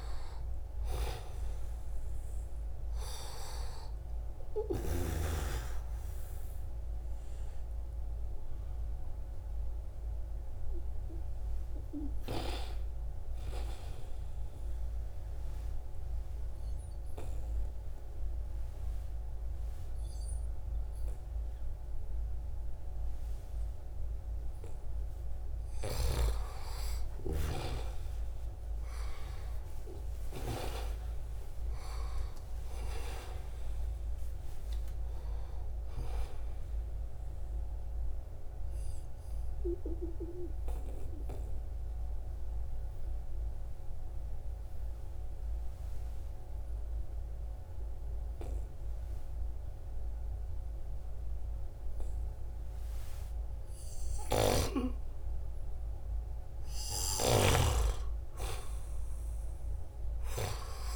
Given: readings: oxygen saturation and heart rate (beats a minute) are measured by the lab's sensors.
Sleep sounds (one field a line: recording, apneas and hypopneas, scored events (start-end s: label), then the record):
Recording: breathing in sleep by a room microphone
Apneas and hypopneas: 2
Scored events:
0.00-1.50 s: arousal
2.00-16.00 s: oxygen desaturation (device-marked, oxygen 96% before, 92% lowest, heart rate 73 before, 74 extreme)
9.00-25.00 s: obstructive apnea (oxygen 96% before, 92% lowest, heart rate 74 before, 70 extreme, up 1 after)
26.50-31.50 s: arousal
37.00-53.00 s: obstructive apnea (oxygen 96% before, 91% lowest, heart rate 76 before, 69 extreme, up 1 after)
55.00-59.50 s: arousal
From the record:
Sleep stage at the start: N2 (light sleep)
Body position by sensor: on the back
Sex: male